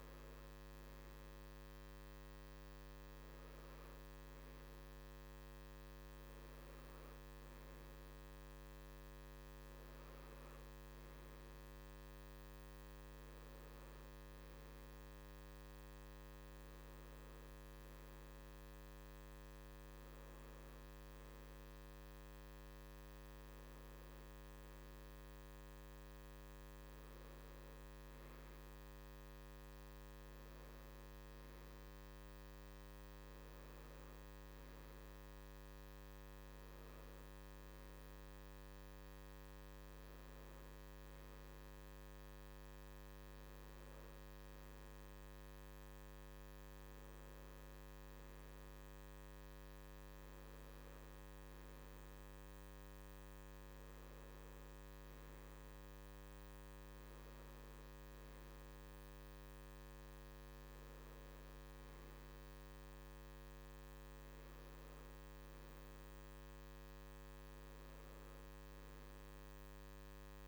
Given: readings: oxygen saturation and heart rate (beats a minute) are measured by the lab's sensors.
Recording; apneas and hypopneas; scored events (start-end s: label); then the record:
breathing in sleep, hard to hear, by a microphone on the trachea; none
none scored
From the record:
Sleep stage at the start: N3 (deep sleep); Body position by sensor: on the right side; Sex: male